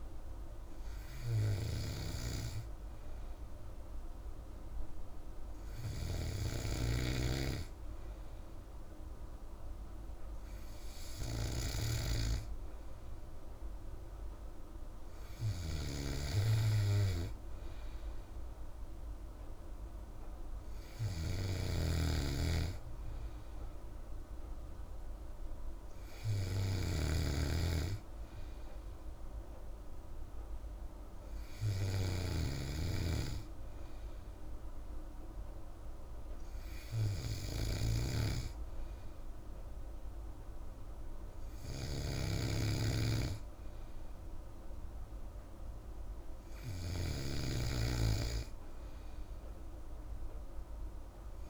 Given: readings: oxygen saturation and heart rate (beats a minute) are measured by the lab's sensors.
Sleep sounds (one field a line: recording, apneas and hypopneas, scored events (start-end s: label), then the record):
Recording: breathing in sleep by a room microphone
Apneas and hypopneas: none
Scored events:
15.50-51.50 s: snoring (device-marked)
From the record:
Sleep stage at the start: N3 (deep sleep)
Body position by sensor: on the back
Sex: female